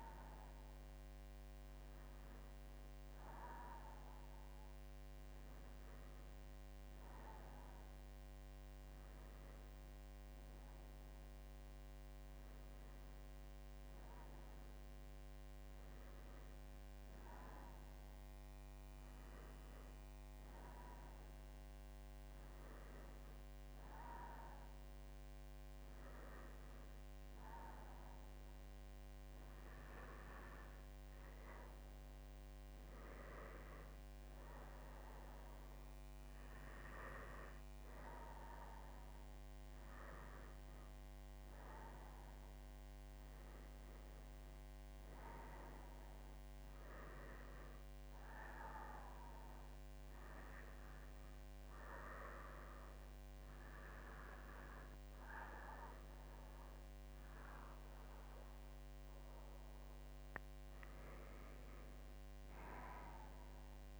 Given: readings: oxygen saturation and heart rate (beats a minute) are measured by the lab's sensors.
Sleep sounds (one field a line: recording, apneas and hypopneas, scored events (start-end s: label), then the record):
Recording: breathing in sleep by a microphone on the trachea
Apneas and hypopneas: none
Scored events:
30.00-64.00 s: new sleep stage, N2 (light sleep)
From the record:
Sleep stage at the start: N1 (lightest sleep)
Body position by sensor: on the back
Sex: female